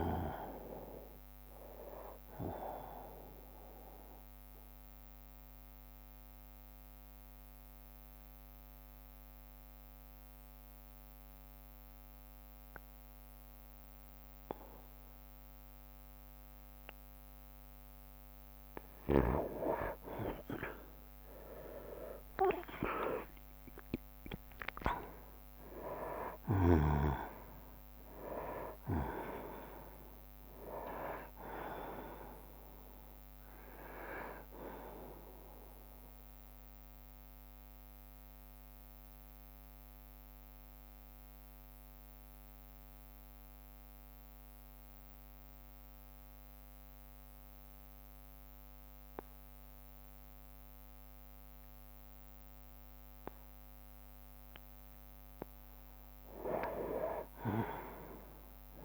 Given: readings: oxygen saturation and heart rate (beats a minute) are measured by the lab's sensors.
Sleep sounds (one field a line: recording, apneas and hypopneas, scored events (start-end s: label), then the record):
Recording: breathing in sleep by a microphone on the trachea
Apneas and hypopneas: 2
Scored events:
2.50-17.00 s: obstructive apnea (oxygen 97% before, 90% lowest, heart rate 99 before, 60 extreme, up 1 after)
21.00-25.50 s: arousal
27.00-33.00 s: drop in pulse transit time (device-marked, heart rate 61 before, 68 extreme)
29.00-48.00 s: oxygen desaturation (device-marked, oxygen 98% before, 91% lowest, heart rate 62 before, 58 extreme)
36.50-54.50 s: obstructive apnea (oxygen 98% before, 91% lowest, heart rate 65 before, 58 extreme, up 11 after)
39.00-53.00 s: bradycardia (device-marked, heart rate 66 before, 58 extreme)
43.00-51.00 s: drop in pulse transit time (device-marked, heart rate 66 before, 58 extreme)
56.50-58.85 s: arousal
From the record:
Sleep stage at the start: N2 (light sleep)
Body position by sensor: on the right side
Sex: male